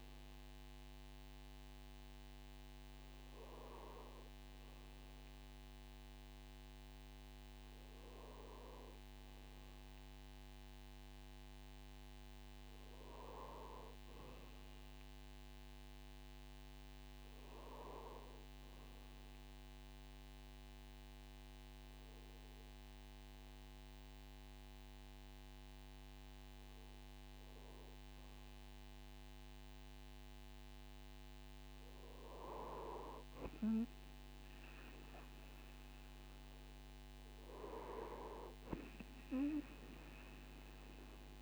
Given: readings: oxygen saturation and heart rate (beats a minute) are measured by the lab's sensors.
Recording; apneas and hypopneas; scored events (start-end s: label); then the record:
breathing in sleep by a microphone on the trachea; none
27.50-32.00 s: arousal
From the record:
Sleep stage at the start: N2 (light sleep); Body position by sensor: on the right side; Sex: male